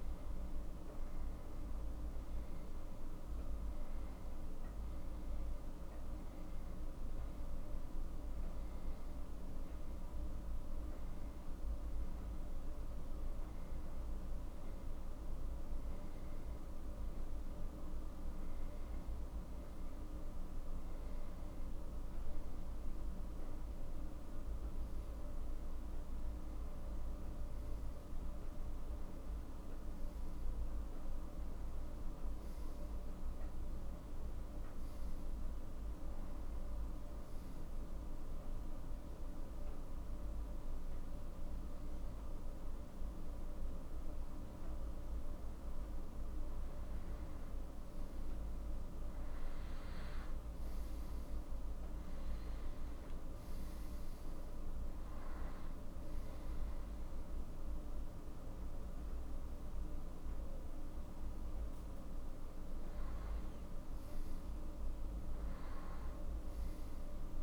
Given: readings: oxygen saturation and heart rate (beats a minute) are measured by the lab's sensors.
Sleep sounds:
breathing in sleep, hard to hear, by a room microphone; 1
36.50-48.00 s: obstructive apnea (oxygen 92% before, 88% lowest, heart rate 61 before, 57 extreme, up 4 after)
50.00-54.00 s: arousal
54.00-67.00 s: oxygen desaturation (device-marked, oxygen 92% before, 89% lowest, heart rate 59 before, 56 extreme)
From the record:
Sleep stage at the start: N2 (light sleep); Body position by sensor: on the back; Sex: male

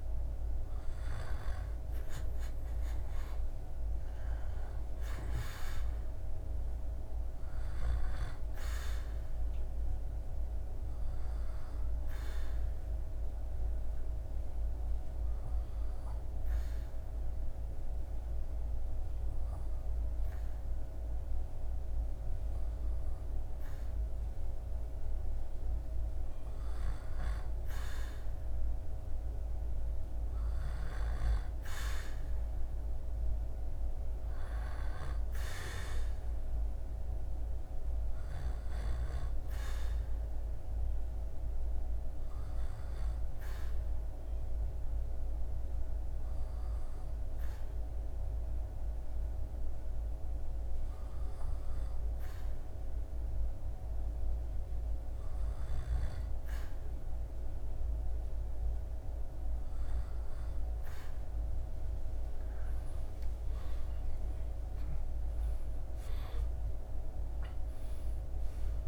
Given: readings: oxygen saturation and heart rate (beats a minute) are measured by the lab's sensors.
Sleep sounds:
breathing in sleep, hard to hear, by a room microphone; 2
0.00-3.50 s: arousal
6.00-24.00 s: oxygen desaturation (device-marked, oxygen 99% before, 95% lowest, heart rate 75 before, 69 extreme)
11.00-25.00 s: hypopnea (oxygen 99% before, 95% lowest, heart rate 76 before, 69 extreme, up 4 after)
27.00-30.50 s: arousal
41.00-59.00 s: hypopnea (oxygen 98% before, 95% lowest, heart rate 75 before, 71 extreme, up 9 after)
61.50-66.50 s: arousal
From the record:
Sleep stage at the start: N2 (light sleep); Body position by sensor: on the back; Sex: male

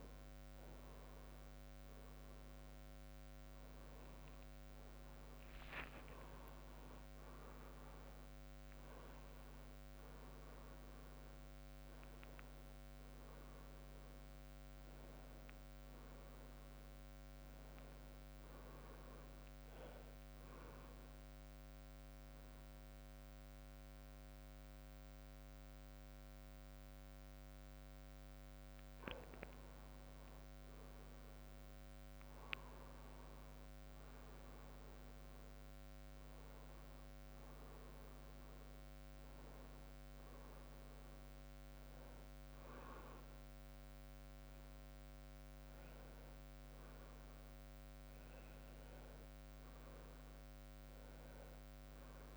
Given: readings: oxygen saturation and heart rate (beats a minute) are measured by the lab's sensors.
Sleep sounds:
breathing in sleep, hard to hear, by a microphone on the trachea; 1
1.50-6.00 s: arousal
3.50-19.50 s: drop in pulse transit time (device-marked, heart rate 69 before, 73 extreme)
4.00-5.00 s: leg movement (device-marked)
7.00-8.50 s: leg movement (device-marked)
20.00-30.00 s: central apnea (oxygen 96% before, 94% lowest, heart rate 75 before, 65 extreme, up 10 after)
33.00-37.50 s: arousal
37.50-48.50 s: oxygen desaturation (device-marked, oxygen 97% before, 94% lowest, heart rate 70 before, 63 extreme)
From the record:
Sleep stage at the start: N2 (light sleep); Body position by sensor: on the back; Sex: male

